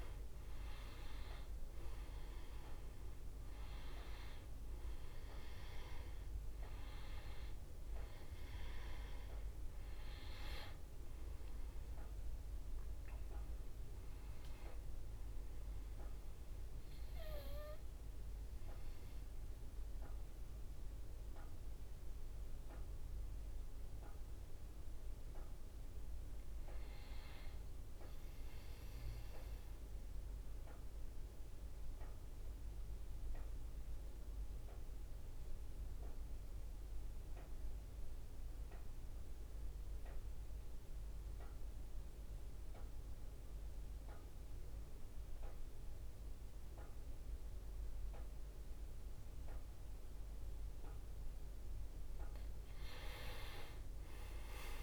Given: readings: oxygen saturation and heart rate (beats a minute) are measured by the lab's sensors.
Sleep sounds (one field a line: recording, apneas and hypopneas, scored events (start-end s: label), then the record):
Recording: breathing in sleep by a room microphone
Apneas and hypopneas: 1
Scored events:
0.00-25.00 s: oxygen desaturation (device-marked, oxygen 87% lowest, heart rate 60 extreme)
25.50-28.50 s: arousal
30.00-50.50 s: obstructive apnea (oxygen 99% before, 86% lowest, heart rate 68 before, 61 extreme, up 8 after)
48.00-54.83 s: oxygen desaturation (device-marked, oxygen 97% before, 86% lowest, heart rate 63 before, 60 extreme)
52.50-54.83 s: arousal
From the record:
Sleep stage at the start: N2 (light sleep)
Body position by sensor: on the back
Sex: male